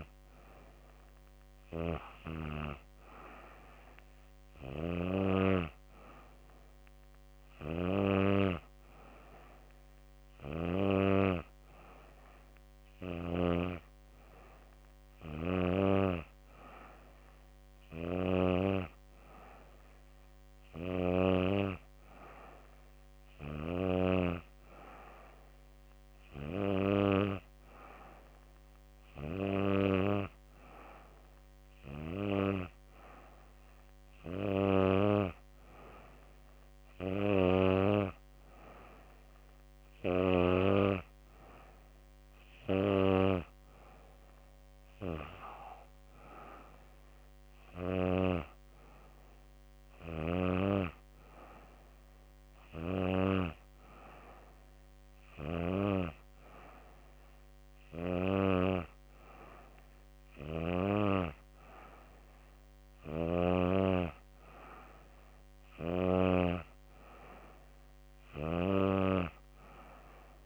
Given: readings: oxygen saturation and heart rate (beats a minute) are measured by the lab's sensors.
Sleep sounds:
breathing in sleep by a microphone on the trachea; none
none scored
From the record:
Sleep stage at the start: N2 (light sleep); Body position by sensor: on the back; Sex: female

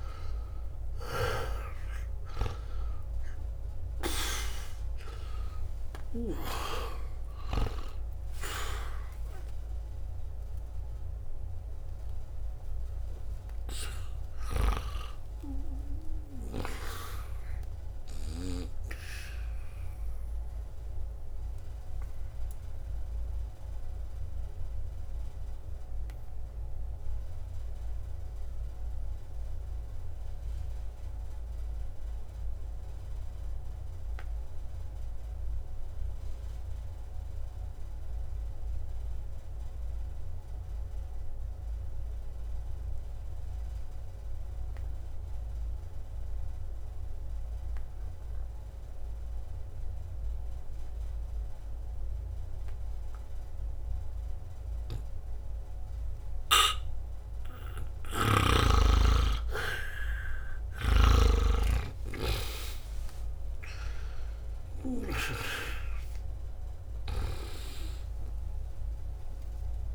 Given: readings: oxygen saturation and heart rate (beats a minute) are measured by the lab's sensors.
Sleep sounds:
breathing in sleep by a room microphone; 1
0.00-39.50 s: oxygen desaturation (device-marked, oxygen 81% lowest, heart rate 60 extreme)
2.00-5.50 s: arousal
21.50-58.00 s: mixed apnea (oxygen 98% before, 79% lowest, heart rate 73 before, 60 extreme, up 1 after)
55.50-69.95 s: oxygen desaturation (device-marked, oxygen 99% before, 91% lowest, heart rate 61 before, 60 extreme)
62.00-67.50 s: arousal
From the record:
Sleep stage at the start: N2 (light sleep); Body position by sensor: on the back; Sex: male

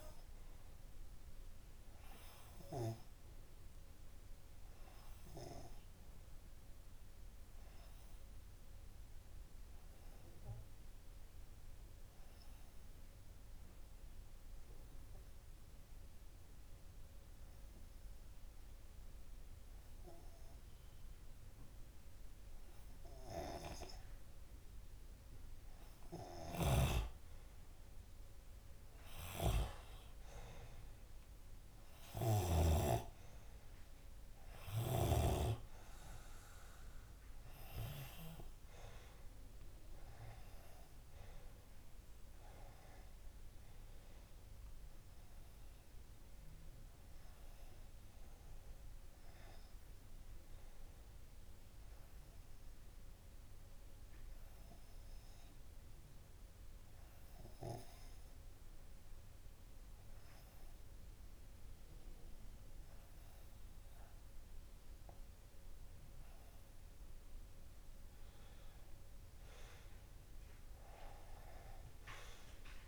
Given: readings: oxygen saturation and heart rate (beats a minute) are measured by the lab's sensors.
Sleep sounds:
breathing in sleep by a room microphone; 2
0.00-4.50 s: oxygen desaturation (device-marked, oxygen 93% lowest)
2.50-26.00 s: obstructive apnea (oxygen 96% before, 92% lowest)
26.50-33.00 s: snoring (device-marked)
29.00-33.00 s: arousal
35.50-65.50 s: oxygen desaturation (device-marked, oxygen 97% before, 92% lowest)
51.00-66.50 s: obstructive apnea (oxygen 97% before, 92% lowest)
70.00-72.88 s: arousal
From the record:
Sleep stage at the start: REM sleep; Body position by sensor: on the left side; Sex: male

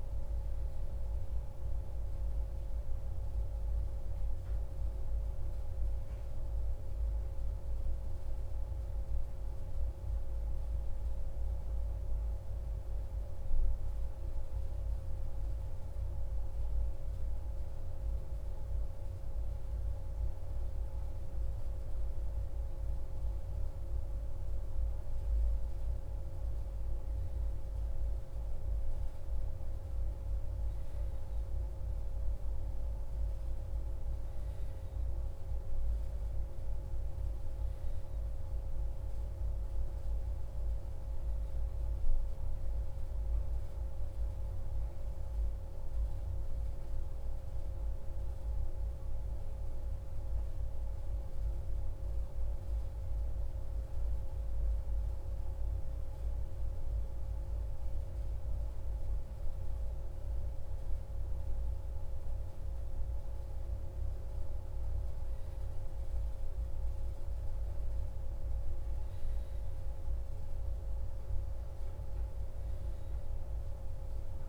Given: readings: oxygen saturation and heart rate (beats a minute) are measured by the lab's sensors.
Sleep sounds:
breathing in sleep, hard to hear, by a room microphone; 2
5.00-35.00 s: new sleep stage, N2 (light sleep)
13.00-24.00 s: hypopnea (oxygen 94% before, 92% lowest, heart rate 67 before, 65 extreme, up 2 after)
25.50-30.00 s: arousal
35.00-74.49 s: new sleep stage, N1 (lightest sleep)
48.00-59.00 s: central apnea (oxygen 94% before, 92% lowest, heart rate 67 before, 63 extreme, up 4 after)
61.00-65.50 s: arousal
From the record:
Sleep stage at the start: N1 (lightest sleep); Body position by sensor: on the back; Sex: male

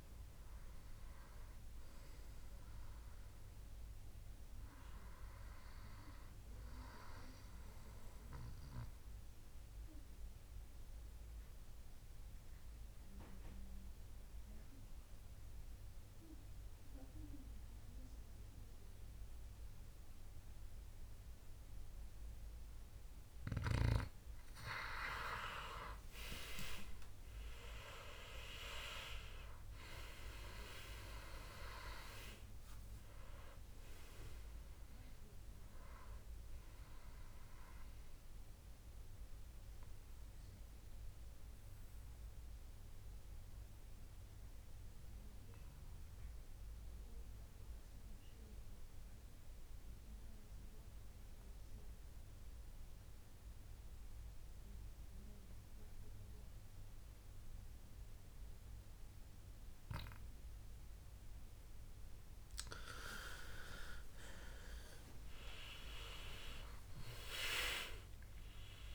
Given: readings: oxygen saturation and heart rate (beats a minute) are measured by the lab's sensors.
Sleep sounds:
breathing in sleep by a room microphone; 2
8.00-23.50 s: obstructive apnea (oxygen 97% before, 93% lowest, heart rate 68 before, 60 extreme, up 15 after)
26.00-30.00 s: arousal
31.00-43.00 s: oxygen desaturation (device-marked, oxygen 96% before, 93% lowest, heart rate 65 before, 60 extreme)
37.50-64.00 s: mixed apnea (oxygen 97% before, 92% lowest, heart rate 69 before, 60 extreme, up 16 after)
65.50-68.50 s: arousal
From the record:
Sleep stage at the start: N2 (light sleep); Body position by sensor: on the back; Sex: male

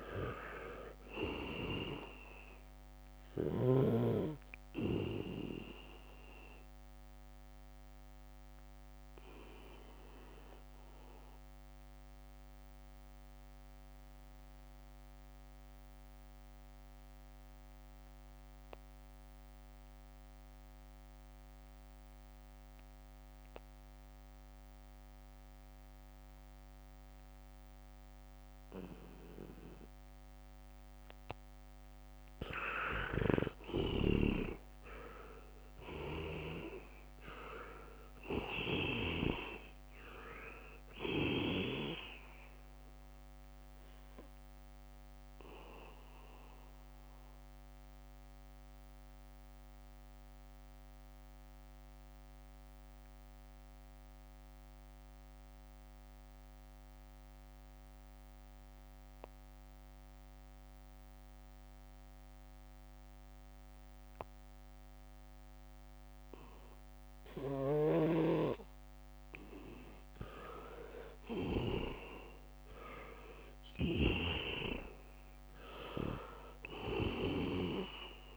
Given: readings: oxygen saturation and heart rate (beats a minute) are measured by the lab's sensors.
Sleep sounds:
breathing in sleep by a microphone on the trachea; 2
0.00-20.50 s: oxygen desaturation (device-marked, oxygen 79% lowest, heart rate 67 extreme)
7.50-32.00 s: obstructive apnea (oxygen 99% before, 79% lowest, heart rate 72 before, 72 extreme, up 0 after)
23.00-28.50 s: leg movement (device-marked)
25.50-56.50 s: oxygen desaturation (device-marked, oxygen 99% before, 79% lowest, heart rate 78 before, 68 extreme)
31.00-36.50 s: leg movement (device-marked)
33.50-42.00 s: snoring (device-marked)
34.50-38.00 s: arousal
40.00-47.50 s: leg movement (device-marked)
45.50-69.00 s: obstructive apnea (oxygen 99% before, 79% lowest, heart rate 75 before, 68 extreme, up 2 after)
63.00-65.50 s: leg movement (device-marked)
67.50-78.37 s: oxygen desaturation (device-marked, oxygen 99% before, 83% lowest, heart rate 76 before, 65 extreme)
68.00-72.50 s: snoring (device-marked)
68.00-75.00 s: leg movement (device-marked)
71.50-74.50 s: arousal
From the record:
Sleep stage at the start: N2 (light sleep); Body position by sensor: on the back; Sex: male

